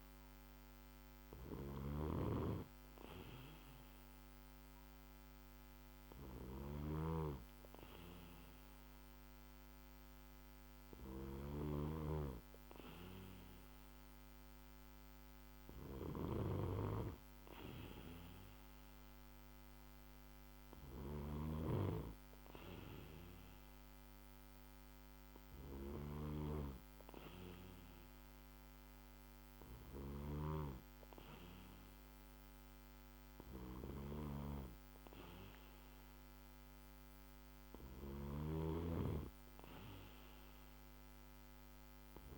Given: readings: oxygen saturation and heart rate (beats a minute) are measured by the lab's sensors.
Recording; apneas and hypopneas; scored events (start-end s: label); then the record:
breathing in sleep by a microphone on the trachea; none
none scored
From the record:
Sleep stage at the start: N2 (light sleep); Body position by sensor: on the back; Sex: male